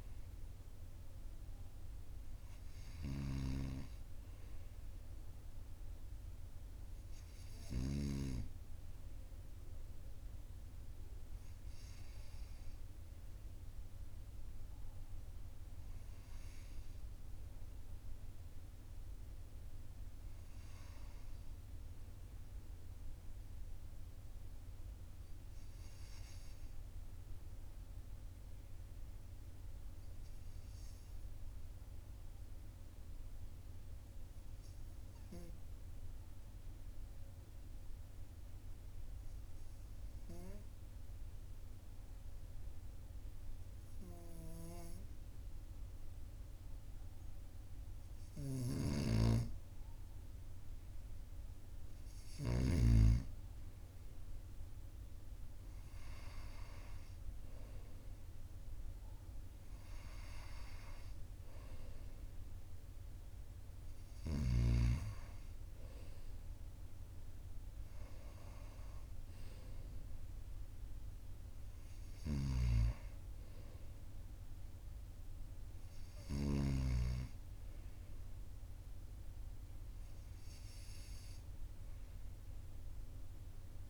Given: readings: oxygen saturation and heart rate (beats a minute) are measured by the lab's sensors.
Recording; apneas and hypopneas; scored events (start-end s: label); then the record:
breathing in sleep by a room microphone; 1
32.00-46.00 s: hypopnea (oxygen 98% before, 95% lowest, heart rate 43 before, 42 extreme, up 2 after)
47.50-52.00 s: arousal
48.00-52.50 s: snoring (device-marked)
72.00-76.50 s: snoring (device-marked)
From the record:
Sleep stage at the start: N2 (light sleep); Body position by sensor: on the right side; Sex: male